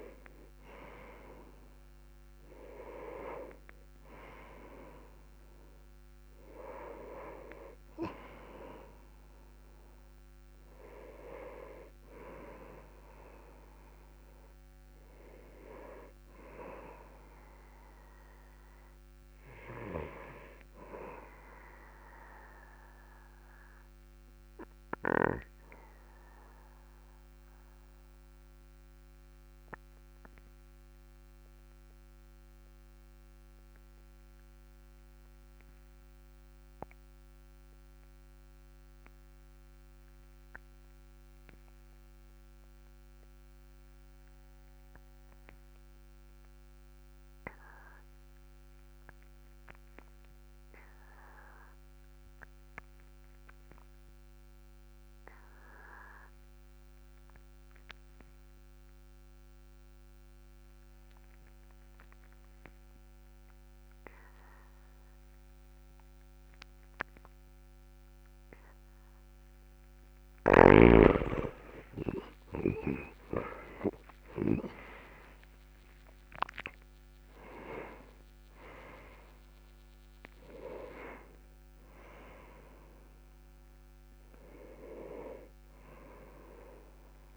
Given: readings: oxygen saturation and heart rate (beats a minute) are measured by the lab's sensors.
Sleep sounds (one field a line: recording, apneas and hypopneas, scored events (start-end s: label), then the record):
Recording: breathing in sleep by a microphone on the trachea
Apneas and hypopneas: 1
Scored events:
23.50-69.50 s: obstructive apnea (oxygen 99% before, 90% lowest, heart rate 48 before, 36 extreme, up 12 after)
24.00-40.00 s: oxygen desaturation (device-marked, oxygen 99% before, 93% lowest, heart rate 48 before, 40 extreme)
73.00-80.00 s: oxygen desaturation (device-marked, oxygen 98% before, 96% lowest, heart rate 42 before, 44 extreme)
74.00-87.37 s: new sleep stage, awake
From the record:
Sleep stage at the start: N2 (light sleep)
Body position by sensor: on the back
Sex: male